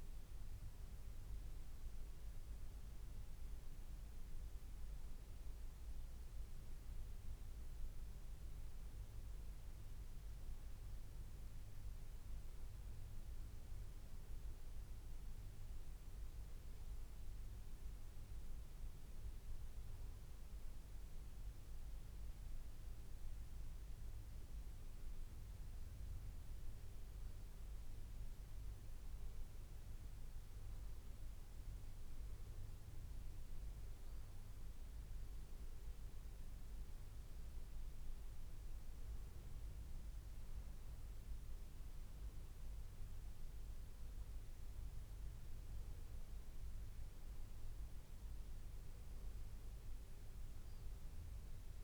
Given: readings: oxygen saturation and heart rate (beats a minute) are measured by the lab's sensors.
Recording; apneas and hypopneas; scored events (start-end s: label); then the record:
breathing in sleep, hard to hear, by a room microphone; none
none scored
From the record:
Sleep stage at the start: N2 (light sleep); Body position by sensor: on the back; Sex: male